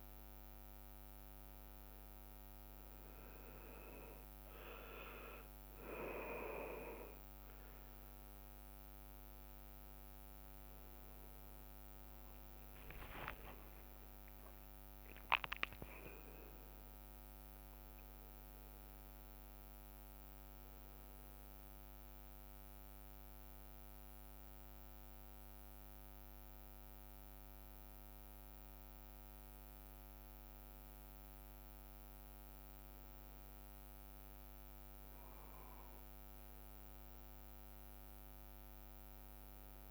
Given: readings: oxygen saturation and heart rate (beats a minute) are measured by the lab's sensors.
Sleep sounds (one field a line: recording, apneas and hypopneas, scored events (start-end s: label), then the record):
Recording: breathing in sleep by a microphone on the trachea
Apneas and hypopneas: none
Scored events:
13.00-17.00 s: arousal
18.50-39.91 s: new sleep stage, N2 (light sleep)
From the record:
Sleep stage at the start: N1 (lightest sleep)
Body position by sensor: on the back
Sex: male